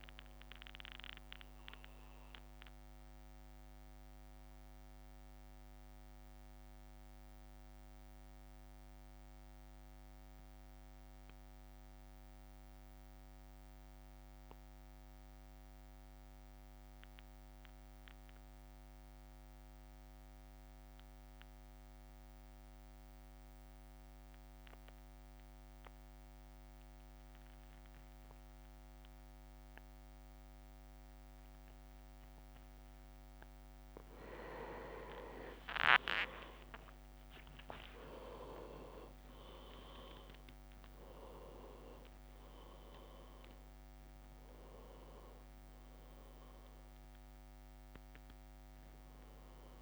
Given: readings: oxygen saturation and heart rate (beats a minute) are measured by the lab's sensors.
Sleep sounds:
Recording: breathing in sleep by a microphone on the trachea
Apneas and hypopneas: 1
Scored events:
0.00-4.00 s: drop in pulse transit time (device-marked, heart rate 55 extreme)
1.50-32.50 s: mixed apnea (oxygen 100% before, 94% lowest, heart rate 57 before, 50 extreme, up 7 after)
10.00-19.00 s: oxygen desaturation (device-marked, oxygen 97% before, 94% lowest, heart rate 57 before, 54 extreme)
39.00-49.82 s: drop in pulse transit time (device-marked, heart rate 55 before, 60 extreme)
49.00-49.82 s: new sleep stage, awake
From the record:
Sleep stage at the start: N2 (light sleep)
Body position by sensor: on the back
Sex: male

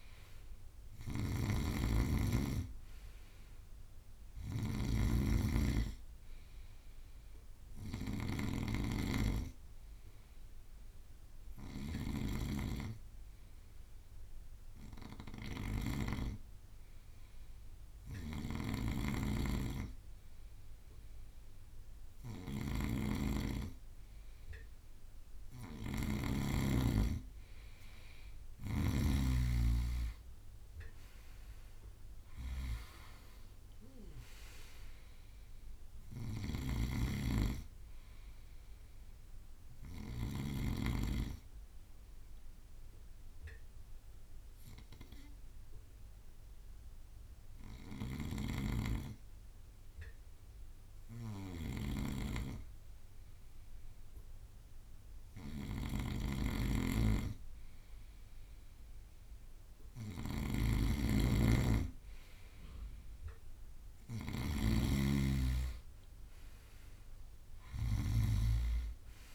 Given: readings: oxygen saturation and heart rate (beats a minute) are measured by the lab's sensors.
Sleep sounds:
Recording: breathing in sleep by a room microphone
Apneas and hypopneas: 2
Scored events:
0.00-5.00 s: arousal
0.00-9.50 s: drop in pulse transit time (device-marked, heart rate 58 extreme)
0.00-26.50 s: snoring (device-marked)
8.50-13.50 s: bradycardia (device-marked, heart rate 57 before, 59 extreme)
12.00-24.50 s: hypopnea (oxygen 98% before, 94% lowest, heart rate 60 before, 51 extreme, up 4 after)
18.50-27.50 s: bradycardia (device-marked, heart rate 57 before, 56 extreme)
27.00-32.00 s: arousal
33.50-63.50 s: bradycardia (device-marked, heart rate 57 before, 51 extreme)
36.50-40.50 s: snoring (device-marked)
43.00-55.50 s: obstructive apnea (oxygen 97% before, 94% lowest, heart rate 57 before, 51 extreme, up 5 after)
48.00-69.35 s: snoring (device-marked)
63.50-68.00 s: arousal
From the record:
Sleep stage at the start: N2 (light sleep)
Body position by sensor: on the right side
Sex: male

